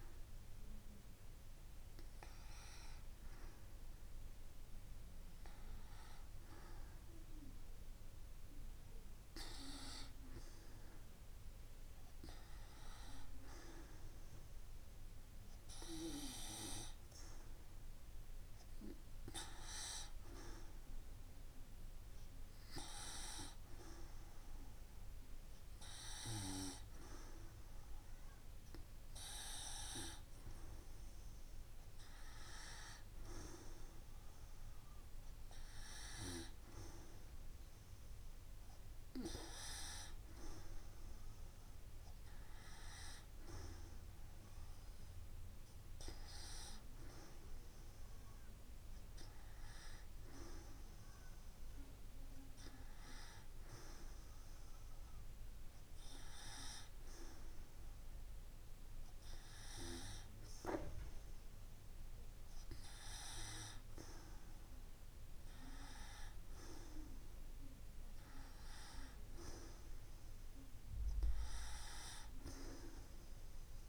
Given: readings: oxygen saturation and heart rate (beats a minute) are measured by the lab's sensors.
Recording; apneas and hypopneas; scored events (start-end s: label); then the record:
breathing in sleep by a room microphone; none
0.00-10.50 s: oxygen desaturation (device-marked, oxygen 89% lowest)
From the record:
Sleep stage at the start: N2 (light sleep); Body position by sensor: on the back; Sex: female